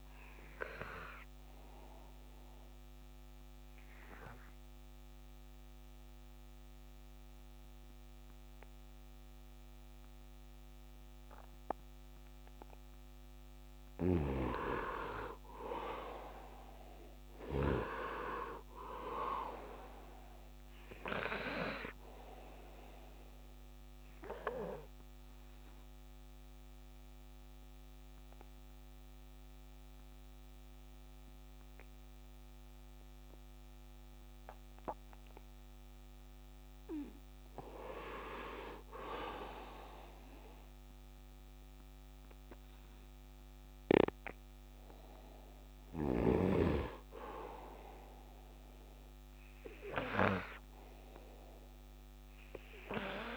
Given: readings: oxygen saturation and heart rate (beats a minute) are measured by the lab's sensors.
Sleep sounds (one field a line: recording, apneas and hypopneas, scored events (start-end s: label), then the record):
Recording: breathing in sleep by a microphone on the trachea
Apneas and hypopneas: 2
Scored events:
2.00-13.00 s: obstructive apnea (oxygen 98% before, 85% lowest, heart rate 82 before, 72 extreme, up 9 after)
14.00-18.00 s: snoring (device-marked)
14.50-18.00 s: arousal
15.50-37.50 s: oxygen desaturation (device-marked, oxygen 97% before, 85% lowest, heart rate 76 before, 72 extreme)
24.00-37.00 s: obstructive apnea (oxygen 97% before, 83% lowest, heart rate 78 before, 72 extreme, up 9 after)
39.00-42.00 s: arousal
47.50-53.37 s: oxygen desaturation (device-marked, oxygen 98% before, 89% lowest, heart rate 77 before, 75 extreme)
From the record:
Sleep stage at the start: N2 (light sleep)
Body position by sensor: on the right side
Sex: male